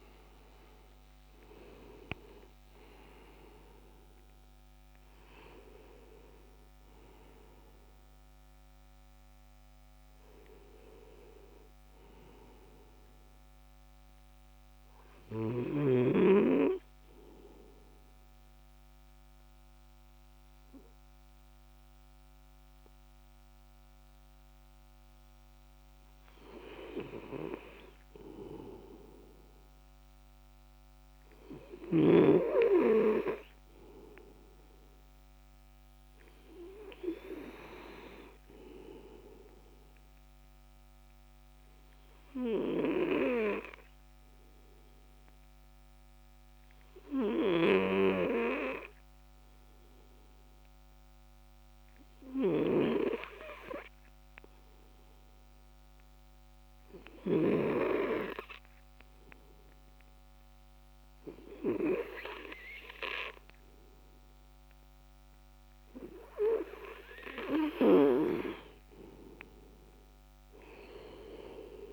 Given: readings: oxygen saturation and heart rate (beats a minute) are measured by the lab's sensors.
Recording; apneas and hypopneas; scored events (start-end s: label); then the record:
breathing in sleep by a microphone on the trachea; 2
0.00-2.00 s: arousal
12.50-24.00 s: obstructive apnea (oxygen 97% before, 93% lowest, heart rate 164 before, 47 extreme, up 6 after)
26.50-30.00 s: arousal
41.00-65.50 s: obstructive apnea (oxygen 99% before, 93% lowest, heart rate 141 before, 29 extreme, up 4 after)
69.00-71.93 s: arousal
From the record:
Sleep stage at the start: N2 (light sleep); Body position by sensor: on the back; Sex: male